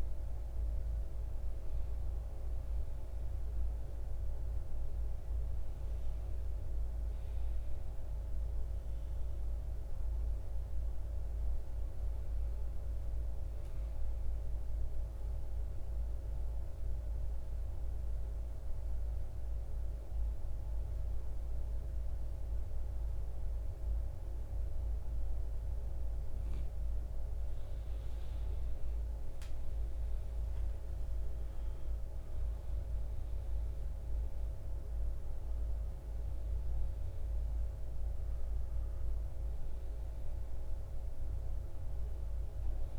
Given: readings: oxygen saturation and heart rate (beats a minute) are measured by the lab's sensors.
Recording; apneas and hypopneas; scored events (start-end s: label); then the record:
breathing in sleep, hard to hear, by a room microphone; 1
0.00-12.50 s: oxygen desaturation (device-marked, oxygen 90% lowest, heart rate 55 extreme)
14.50-26.50 s: mixed apnea (oxygen 97% before, 87% lowest, heart rate 65 before, 56 extreme, up 11 after)
27.50-31.00 s: arousal
30.50-42.99 s: oxygen desaturation (device-marked, oxygen 97% before, 88% lowest, heart rate 57 before, 58 extreme)
From the record:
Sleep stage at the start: N2 (light sleep); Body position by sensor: on the back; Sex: male